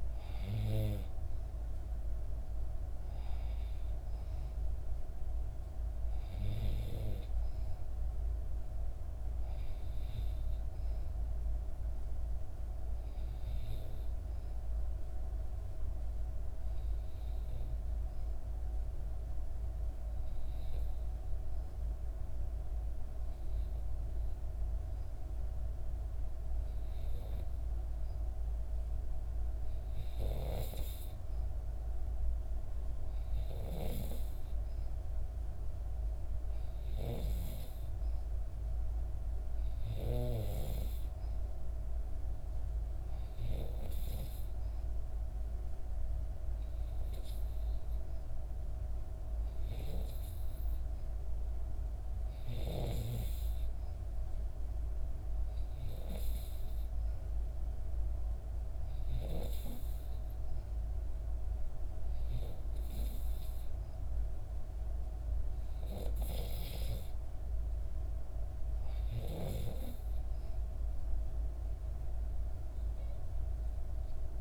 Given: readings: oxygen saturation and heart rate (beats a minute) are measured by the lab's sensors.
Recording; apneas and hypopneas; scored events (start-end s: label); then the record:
breathing in sleep by a room microphone; 1
18.00-30.50 s: obstructive apnea (oxygen 94% before, 91% lowest, heart rate 60 before, 60 extreme, up 2 after)
32.50-35.00 s: arousal
35.00-50.00 s: oxygen desaturation (device-marked, oxygen 95% before, 92% lowest, heart rate 60 before, 60 extreme)
From the record:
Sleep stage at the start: N2 (light sleep); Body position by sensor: on the back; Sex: female